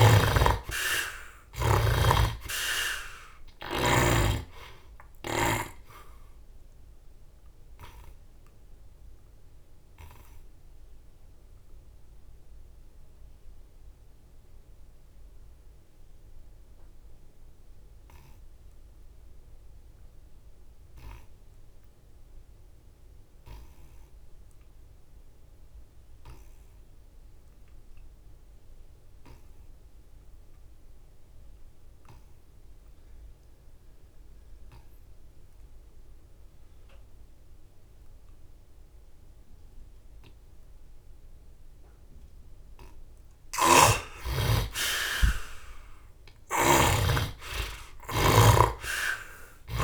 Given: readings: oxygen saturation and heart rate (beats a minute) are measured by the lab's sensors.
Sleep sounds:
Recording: breathing in sleep by a room microphone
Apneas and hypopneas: 1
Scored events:
0.00-1.50 s: arousal
0.00-3.50 s: snoring (device-marked)
4.50-40.50 s: obstructive apnea (heart rate 74 before, 59 extreme, up 9 after)
43.00-49.50 s: snoring (device-marked)
43.50-47.50 s: arousal
From the record:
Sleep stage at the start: N2 (light sleep)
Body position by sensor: on the back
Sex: male

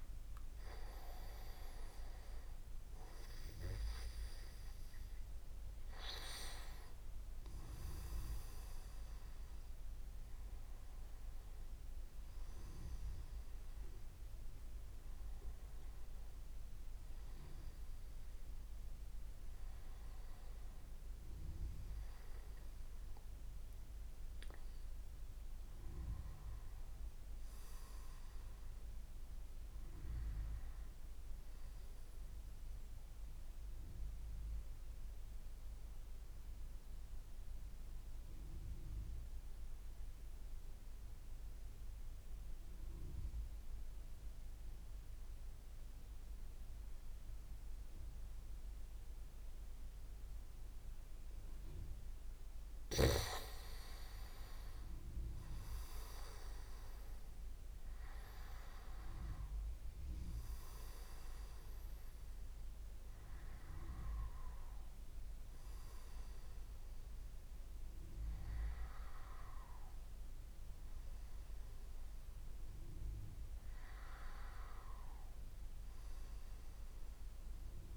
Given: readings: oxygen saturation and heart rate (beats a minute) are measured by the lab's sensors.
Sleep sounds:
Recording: breathing in sleep by a room microphone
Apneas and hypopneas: 1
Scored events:
6.50-16.50 s: oxygen desaturation (device-marked, oxygen 96% before, 93% lowest)
23.00-27.00 s: arousal
32.00-51.50 s: mixed apnea (oxygen 98% before, 94% lowest)
52.50-77.50 s: oxygen desaturation (device-marked, oxygen 98% before, 94% lowest)
54.00-57.50 s: arousal
From the record:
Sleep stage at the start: N2 (light sleep)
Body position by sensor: on the back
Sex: male

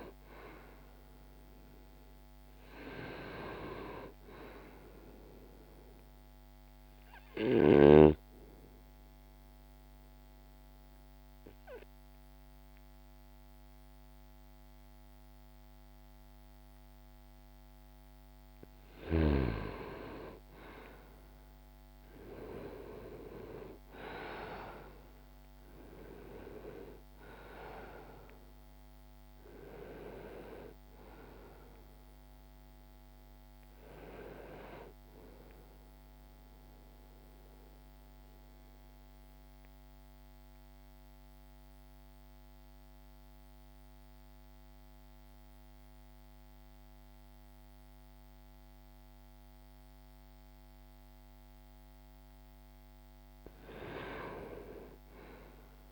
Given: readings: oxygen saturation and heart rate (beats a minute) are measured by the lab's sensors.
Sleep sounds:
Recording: breathing in sleep by a microphone on the trachea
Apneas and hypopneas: 2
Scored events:
0.00-1.00 s: arousal
2.00-22.00 s: oxygen desaturation (device-marked, oxygen 98% before, 88% lowest, heart rate 67 before, 61 extreme)
6.00-18.50 s: obstructive apnea (oxygen 99% before, 81% lowest, heart rate 65 before, 61 extreme, up 0 after)
22.00-26.50 s: arousal
27.00-53.00 s: oxygen desaturation (device-marked, oxygen 95% before, 81% lowest, heart rate 64 before, 61 extreme)
35.50-51.50 s: obstructive apnea (oxygen 96% before, 81% lowest, heart rate 64 before, 61 extreme, up 2 after)
42.00-55.92 s: new sleep stage, N2 (light sleep)
53.50-55.92 s: arousal
From the record:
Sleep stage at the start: N1 (lightest sleep)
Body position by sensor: on the right side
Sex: male

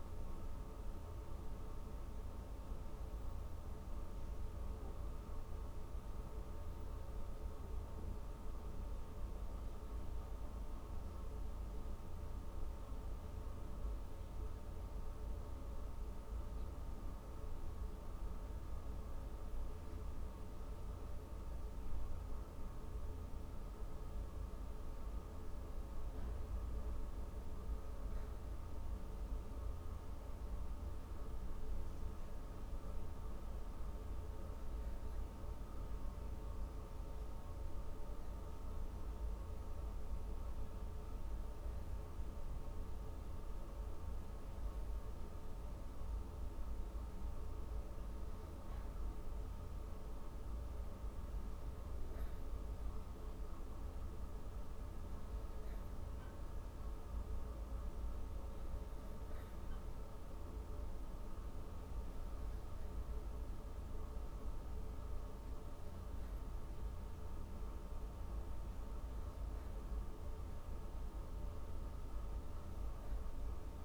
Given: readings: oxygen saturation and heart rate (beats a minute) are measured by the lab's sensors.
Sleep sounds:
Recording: breathing in sleep, hard to hear, by a room microphone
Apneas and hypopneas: none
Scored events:
0.00-4.50 s: arousal
From the record:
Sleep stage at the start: N2 (light sleep)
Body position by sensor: on the back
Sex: female

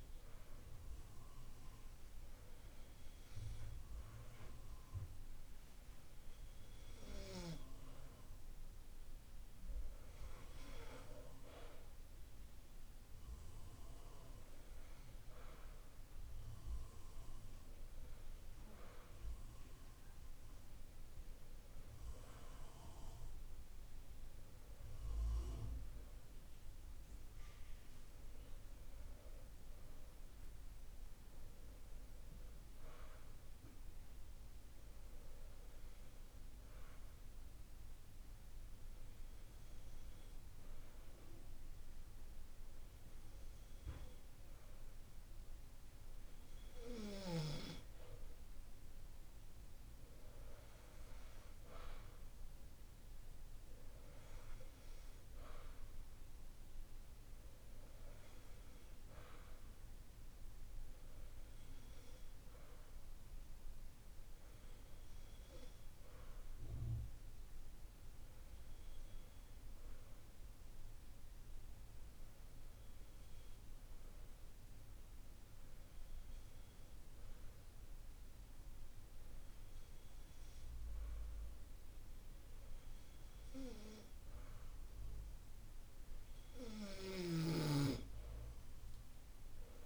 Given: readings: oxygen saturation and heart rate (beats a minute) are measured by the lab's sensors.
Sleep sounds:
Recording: breathing in sleep by a room microphone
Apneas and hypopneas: 1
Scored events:
64.00-83.50 s: hypopnea (oxygen 96% before, 94% lowest, heart rate 51 before, 48 extreme, up 5 after)
85.50-89.00 s: arousal
From the record:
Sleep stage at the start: N2 (light sleep)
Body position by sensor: on the back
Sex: male

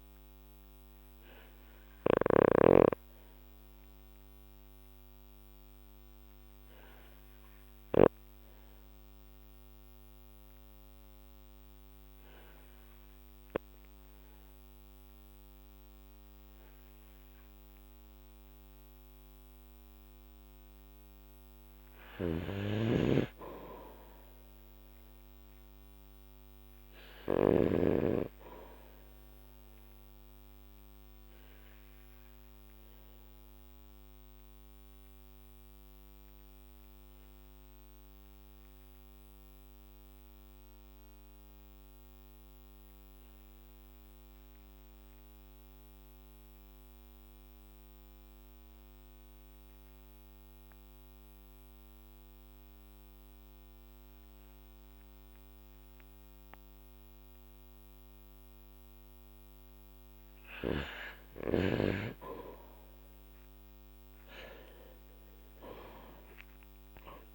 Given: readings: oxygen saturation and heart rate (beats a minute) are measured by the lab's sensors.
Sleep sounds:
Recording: breathing in sleep by a microphone on the trachea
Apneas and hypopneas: 2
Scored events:
0.00-8.00 s: snoring (device-marked)
1.00-23.00 s: oxygen desaturation (device-marked, oxygen 97% before, 94% lowest, heart rate 52 before, 46 extreme)
2.50-20.50 s: obstructive apnea (oxygen 98% before, 94% lowest, heart rate 52 before, 46 extreme, up 12 after)
21.50-27.50 s: snoring (device-marked)
24.00-27.50 s: arousal
32.00-60.50 s: obstructive apnea (oxygen 96% before, 90% lowest, heart rate 56 before, 45 extreme, up 18 after)
62.50-66.50 s: arousal
From the record:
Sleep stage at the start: N2 (light sleep)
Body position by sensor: on the back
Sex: male

